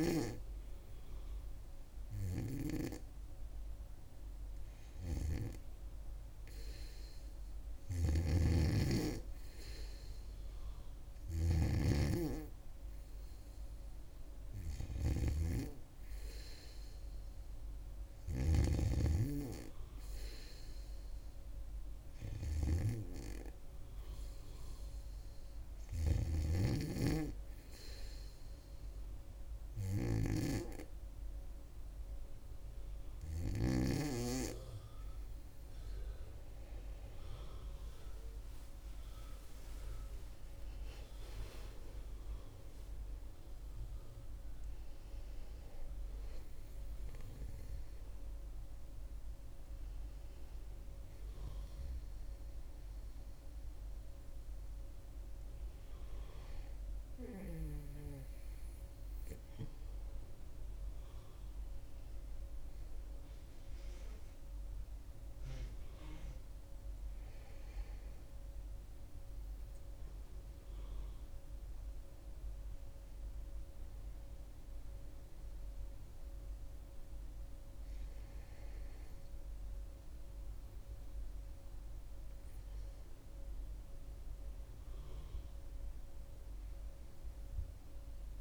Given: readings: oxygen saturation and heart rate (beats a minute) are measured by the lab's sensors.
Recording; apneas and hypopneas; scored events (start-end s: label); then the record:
breathing in sleep by a room microphone; none
7.50-11.50 s: snoring (device-marked)
38.50-43.50 s: arousal
45.50-75.50 s: new sleep stage, N1 (lightest sleep)
75.50-88.41 s: new sleep stage, N2 (light sleep)
From the record:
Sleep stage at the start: REM sleep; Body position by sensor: on the back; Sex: female